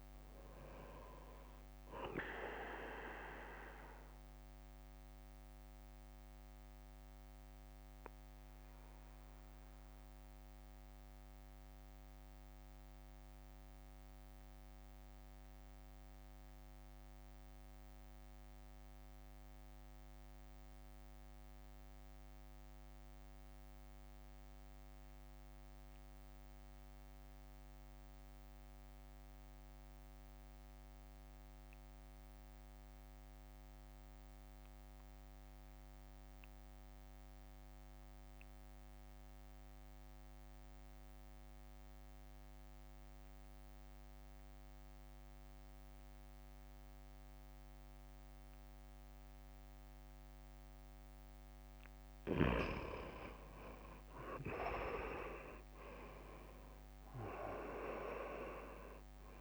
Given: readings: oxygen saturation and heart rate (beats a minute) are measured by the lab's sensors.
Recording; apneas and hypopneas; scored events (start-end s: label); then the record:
breathing in sleep by a microphone on the trachea; 1
0.00-9.00 s: drop in pulse transit time (device-marked, heart rate 47 before, 55 extreme)
3.00-30.00 s: oxygen desaturation (device-marked, oxygen 89% before, 75% lowest, heart rate 52 before, 50 extreme)
3.50-51.50 s: mixed apnea (oxygen 92% before, 75% lowest, heart rate 52 before, 50 extreme, up 10 after)
39.00-59.41 s: oxygen desaturation (device-marked, oxygen 99% before, 80% lowest, heart rate 65 before, 50 extreme)
54.00-58.50 s: arousal
56.00-59.41 s: drop in pulse transit time (device-marked, heart rate 55 before, 55 extreme)
From the record:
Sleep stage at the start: REM sleep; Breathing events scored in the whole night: 306 in 4.0 hours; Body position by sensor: on the right side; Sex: male